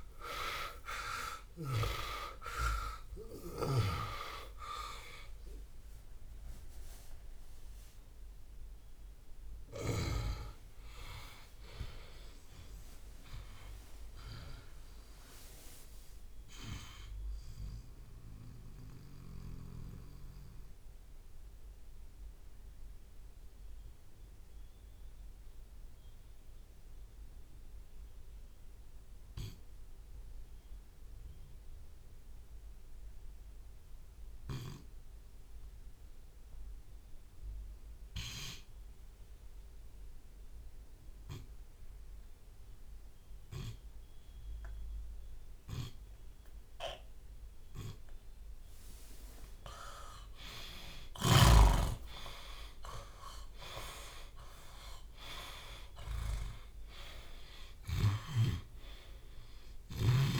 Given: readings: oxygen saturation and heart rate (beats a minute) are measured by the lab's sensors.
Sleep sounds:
breathing in sleep by a room microphone; 1
0.00-1.50 s: long interval between heartbeats (device-marked, heart rate 143 extreme)
0.00-2.00 s: snoring (device-marked)
0.00-2.50 s: arousal
0.00-10.50 s: drop in pulse transit time (device-marked, heart rate 128 extreme)
0.00-14.50 s: tachycardia (device-marked, heart rate 179 extreme)
3.50-5.50 s: long interval between heartbeats (device-marked, heart rate 113 before, 168 extreme)
6.00-8.00 s: long interval between heartbeats (device-marked, heart rate 121 before, 167 extreme)
8.50-10.50 s: long interval between heartbeats (device-marked, heart rate 132 before, 128 extreme)
12.00-14.00 s: long interval between heartbeats (device-marked, heart rate 138 before, 130 extreme)
16.50-18.50 s: long interval between heartbeats (device-marked, heart rate 142 before, 68 extreme)
17.00-47.50 s: mixed apnea (oxygen 94% before, 74% lowest)
20.00-22.00 s: long interval between heartbeats (device-marked, heart rate 135 before, 65 extreme)
21.50-37.50 s: oxygen desaturation (device-marked, oxygen 95% before, 74% lowest)
25.50-34.50 s: drop in pulse transit time (device-marked)
31.00-33.00 s: long interval between heartbeats (device-marked)
36.50-42.50 s: drop in pulse transit time (device-marked)
49.50-51.50 s: long interval between heartbeats (device-marked)
51.00-56.50 s: arousal
53.50-60.39 s: drop in pulse transit time (device-marked)
58.50-60.39 s: long interval between heartbeats (device-marked, heart rate 30 before, 59 extreme)
From the record:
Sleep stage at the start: N2 (light sleep); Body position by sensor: on the back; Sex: male

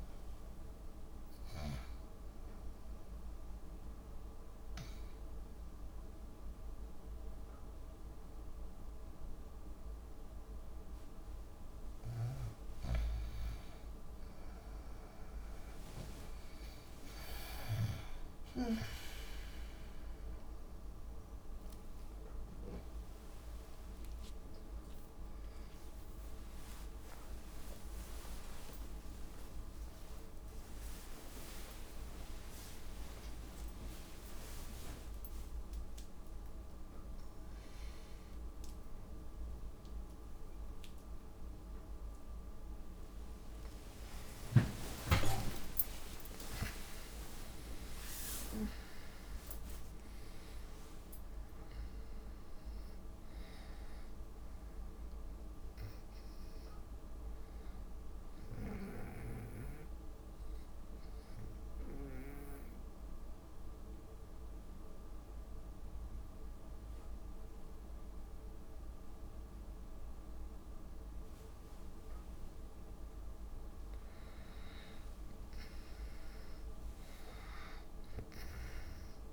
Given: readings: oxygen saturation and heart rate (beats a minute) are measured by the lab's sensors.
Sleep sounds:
breathing in sleep by a room microphone; 2
1.00-10.00 s: oxygen desaturation (device-marked, oxygen 94% before, 90% lowest)
3.50-13.50 s: obstructive apnea (oxygen 95% before, 90% lowest)
10.00-70.00 s: new sleep stage, N1 (lightest sleep)
12.50-18.50 s: snoring (device-marked)
20.00-24.50 s: arousal
25.00-40.00 s: oxygen desaturation (device-marked, oxygen 96% before, 90% lowest)
27.00-31.00 s: drop in pulse transit time (device-marked)
29.00-31.00 s: long interval between heartbeats (device-marked)
45.00-50.00 s: arousal
46.50-48.50 s: long interval between heartbeats (device-marked)
61.50-74.50 s: obstructive apnea (oxygen 99% before, 91% lowest)
70.00-79.33 s: new sleep stage, N2 (light sleep)
76.50-79.33 s: arousal
77.00-79.33 s: oxygen desaturation (device-marked, oxygen 99% before, 91% lowest)
From the record:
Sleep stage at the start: N2 (light sleep); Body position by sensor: on the back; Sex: female

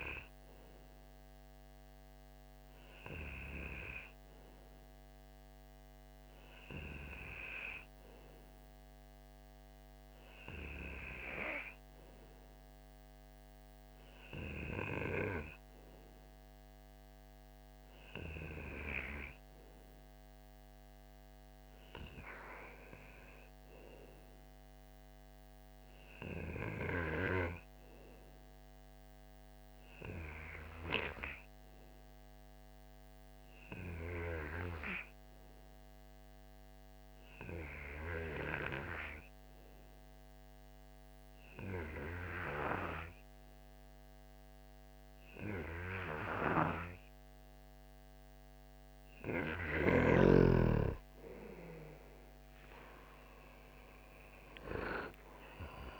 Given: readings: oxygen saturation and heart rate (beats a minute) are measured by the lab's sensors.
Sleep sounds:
breathing in sleep by a microphone on the trachea; 1
34.50-49.00 s: mixed apnea (oxygen 94% before, 89% lowest, heart rate 56 before, 50 extreme, up 9 after)
52.50-56.00 s: arousal
From the record:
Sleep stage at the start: N2 (light sleep); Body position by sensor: on the right side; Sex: male

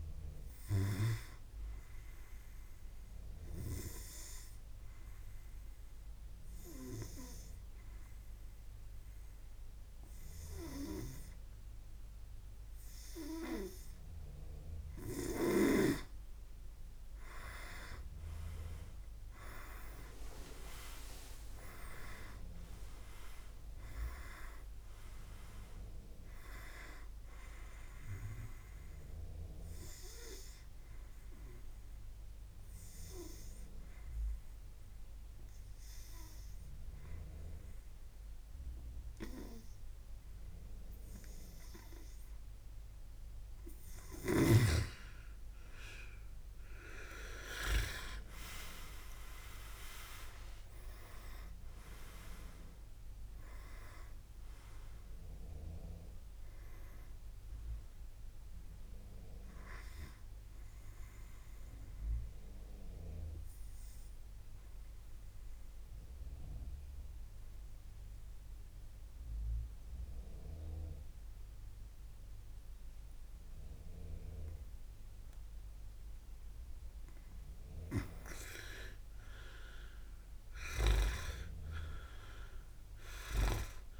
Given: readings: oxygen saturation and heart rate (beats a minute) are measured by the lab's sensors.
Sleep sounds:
breathing in sleep by a room microphone; 3
0.00-15.00 s: oxygen desaturation (device-marked, oxygen 94% lowest, heart rate 58 extreme)
2.00-14.50 s: obstructive apnea (oxygen 97% before, 94% lowest, heart rate 64 before, 58 extreme, up 27 after)
16.50-20.00 s: arousal
27.00-35.00 s: oxygen desaturation (device-marked, oxygen 99% before, 94% lowest, heart rate 72 before, 57 extreme)
30.00-43.50 s: obstructive apnea (oxygen 99% before, 94% lowest, heart rate 76 before, 57 extreme, up 20 after)
47.50-52.00 s: arousal
61.00-77.50 s: mixed apnea (oxygen 100% before, 94% lowest, heart rate 67 before, 58 extreme, up 6 after)
80.00-84.00 s: arousal
From the record:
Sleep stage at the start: N2 (light sleep); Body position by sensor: on the back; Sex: male

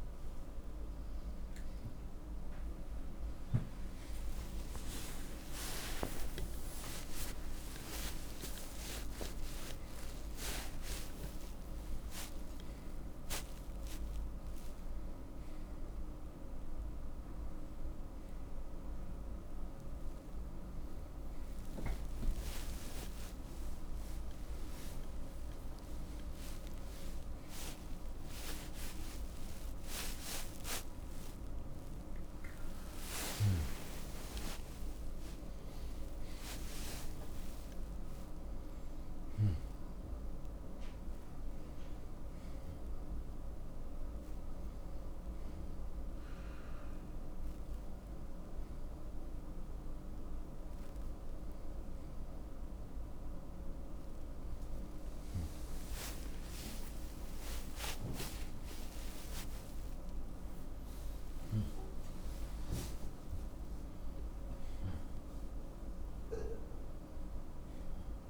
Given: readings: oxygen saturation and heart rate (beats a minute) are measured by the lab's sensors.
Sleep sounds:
a person awake in a sleep study, by a room microphone; none
13.50-29.50 s: oxygen desaturation (device-marked, oxygen 95% before, 91% lowest, heart rate 91 before, 76 extreme)
From the record:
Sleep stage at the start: awake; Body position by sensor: on the right side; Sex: male

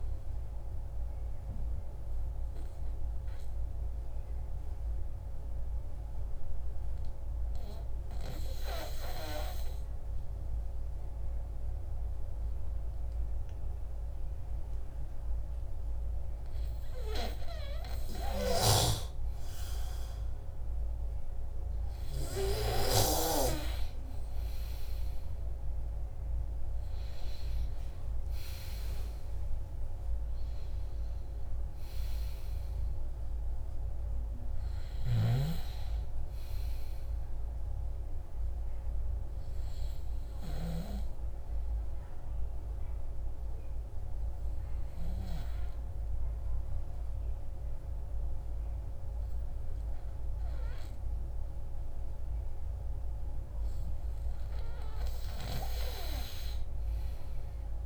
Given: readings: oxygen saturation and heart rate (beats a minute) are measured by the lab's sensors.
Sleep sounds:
breathing in sleep by a room microphone; 2
1.00-17.00 s: obstructive apnea (oxygen 97% before, 95% lowest, heart rate 67 before, 59 extreme, up 6 after)
25.50-31.00 s: arousal
40.50-52.50 s: obstructive apnea (oxygen 97% before, 93% lowest, heart rate 70 before, 57 extreme)
56.50-57.86 s: arousal
From the record:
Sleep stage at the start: N2 (light sleep); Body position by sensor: on the back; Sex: male

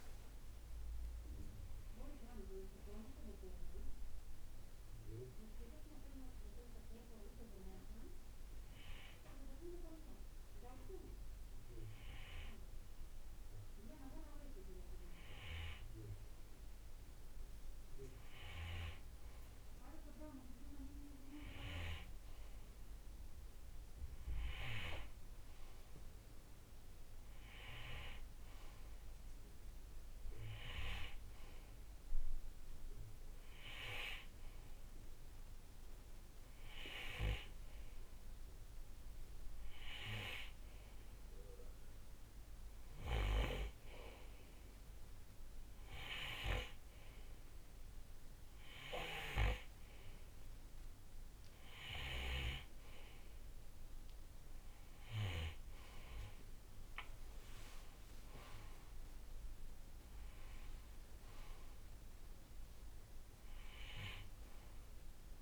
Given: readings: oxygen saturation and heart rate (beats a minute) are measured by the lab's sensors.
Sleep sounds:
breathing in sleep by a room microphone; none
24.00-36.00 s: oxygen desaturation (device-marked, oxygen 96% before, 92% lowest, heart rate 65 before, 57 extreme)
60.50-65.00 s: arousal
From the record:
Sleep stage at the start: N2 (light sleep); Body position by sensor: on the right side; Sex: male

